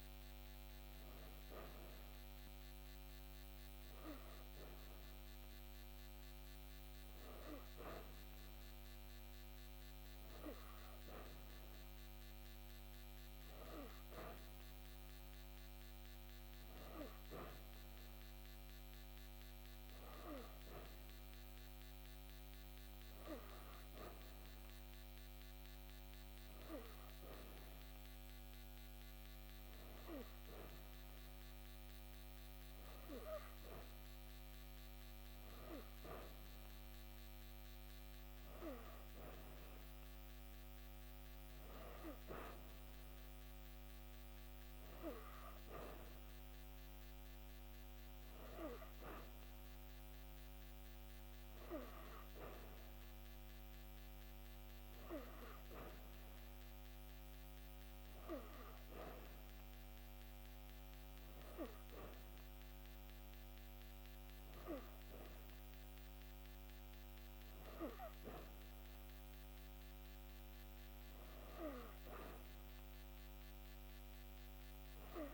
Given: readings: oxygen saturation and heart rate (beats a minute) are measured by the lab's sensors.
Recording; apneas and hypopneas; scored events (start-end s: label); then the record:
breathing in sleep by a microphone on the trachea; none
none scored
From the record:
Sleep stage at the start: N3 (deep sleep); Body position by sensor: on the back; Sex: female